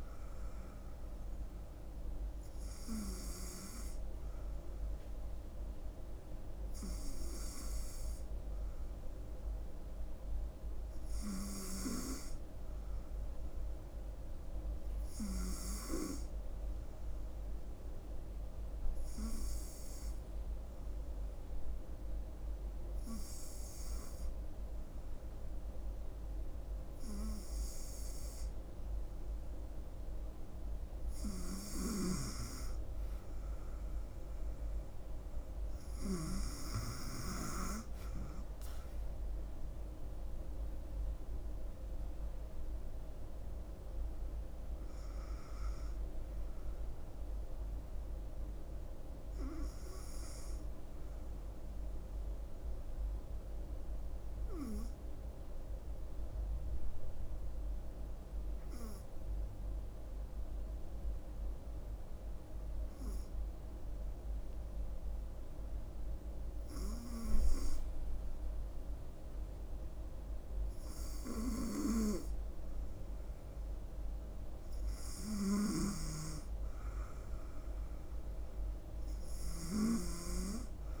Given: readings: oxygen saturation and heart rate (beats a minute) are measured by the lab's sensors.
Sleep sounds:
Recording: breathing in sleep by a room microphone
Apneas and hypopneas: 2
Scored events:
12.50-31.50 s: hypopnea (oxygen 97% before, 94% lowest, heart rate 69 before, 67 extreme, up 3 after)
35.00-38.50 s: arousal
53.00-71.00 s: hypopnea (oxygen 96% before, 94% lowest, heart rate 72 before, 66 extreme, up 4 after)
72.50-76.00 s: arousal
76.50-81.00 s: oxygen desaturation (device-marked, oxygen 98% before, 94% lowest, heart rate 67 before, 66 extreme)
From the record:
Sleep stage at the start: N2 (light sleep)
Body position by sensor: on the front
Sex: female

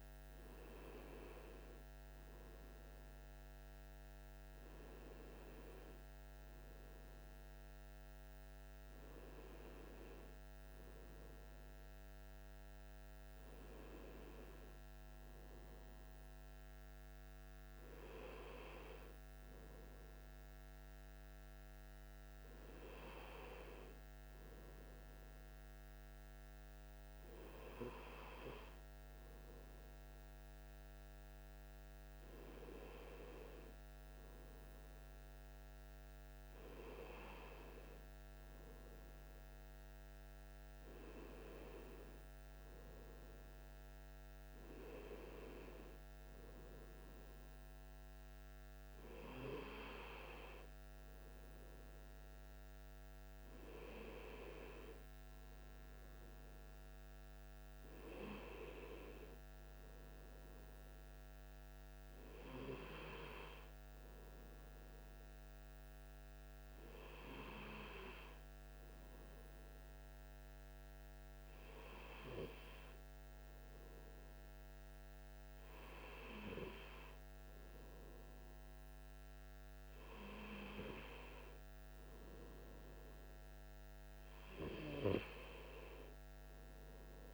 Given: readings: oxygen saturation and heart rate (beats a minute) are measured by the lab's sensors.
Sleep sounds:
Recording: breathing in sleep by a microphone on the trachea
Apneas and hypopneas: none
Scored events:
71.50-75.00 s: arousal
From the record:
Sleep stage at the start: N1 (lightest sleep)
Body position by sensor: on the right side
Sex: male

